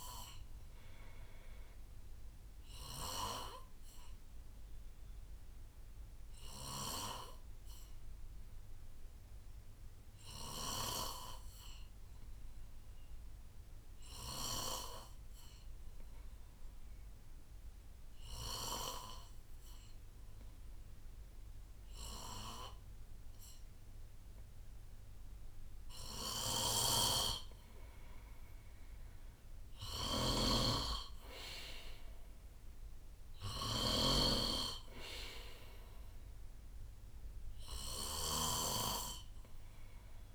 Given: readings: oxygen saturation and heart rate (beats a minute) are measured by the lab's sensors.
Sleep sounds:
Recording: breathing in sleep by a room microphone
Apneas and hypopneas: 1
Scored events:
0.00-7.50 s: oxygen desaturation (device-marked, oxygen 92% lowest, heart rate 59 extreme)
4.00-26.00 s: obstructive apnea (oxygen 96% before, 90% lowest, heart rate 64 before, 60 extreme, up 5 after)
21.50-40.35 s: oxygen desaturation (device-marked, oxygen 94% before, 90% lowest, heart rate 64 before, 60 extreme)
26.50-38.00 s: snoring (device-marked)
29.50-34.50 s: arousal
From the record:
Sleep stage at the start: N2 (light sleep)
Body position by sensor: on the right side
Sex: male

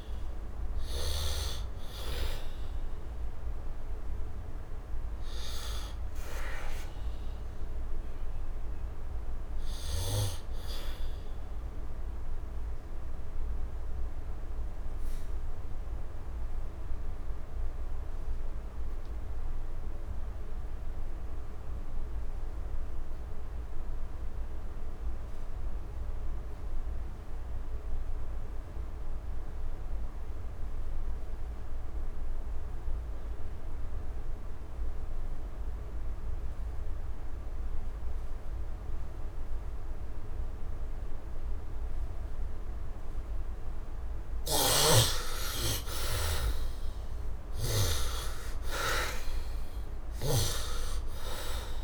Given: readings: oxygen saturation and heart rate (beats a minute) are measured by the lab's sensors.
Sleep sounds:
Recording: breathing in sleep by a room microphone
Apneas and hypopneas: 1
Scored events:
0.00-20.00 s: oxygen desaturation (device-marked, oxygen 63% lowest, heart rate 66 extreme)
8.50-44.00 s: obstructive apnea (oxygen 81% before, 63% lowest, heart rate 78 before, 67 extreme, up 10 after)
33.00-51.84 s: oxygen desaturation (device-marked, oxygen 100% before, 66% lowest, heart rate 71 before, 67 extreme)
44.00-51.84 s: snoring (device-marked)
46.00-49.50 s: arousal
From the record:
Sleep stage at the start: N2 (light sleep)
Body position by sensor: on the back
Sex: male

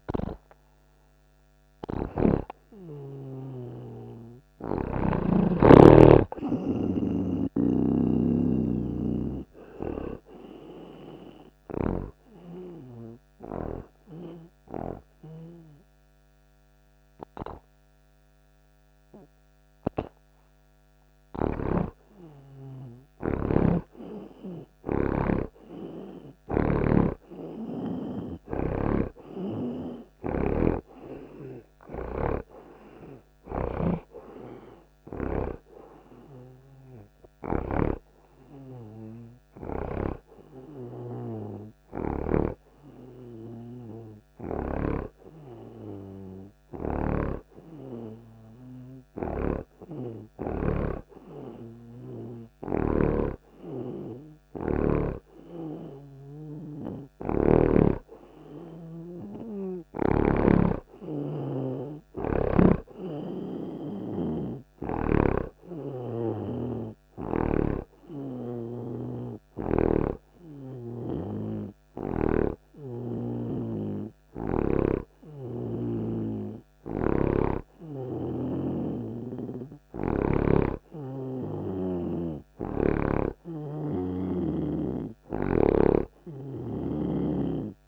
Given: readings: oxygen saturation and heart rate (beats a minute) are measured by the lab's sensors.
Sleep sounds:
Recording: breathing in sleep by a microphone on the trachea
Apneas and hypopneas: 2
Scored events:
0.00-5.50 s: snoring (device-marked)
1.50-6.00 s: arousal
7.50-12.50 s: snoring (device-marked)
13.00-23.00 s: obstructive apnea (oxygen 90% before, 85% lowest)
21.50-34.50 s: snoring (device-marked)
27.00-32.00 s: arousal
41.00-47.50 s: snoring (device-marked)
41.00-48.00 s: oxygen desaturation (device-marked, oxygen 93% before, 85% lowest)
45.00-55.50 s: hypopnea (oxygen 93% before, 86% lowest)
49.50-58.00 s: snoring (device-marked)
57.00-81.00 s: oxygen desaturation (device-marked, oxygen 90% before, 86% lowest)
57.50-61.50 s: arousal
70.00-76.50 s: snoring (device-marked)
78.50-82.50 s: snoring (device-marked)
From the record:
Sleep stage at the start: N2 (light sleep)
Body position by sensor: on the right side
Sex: male

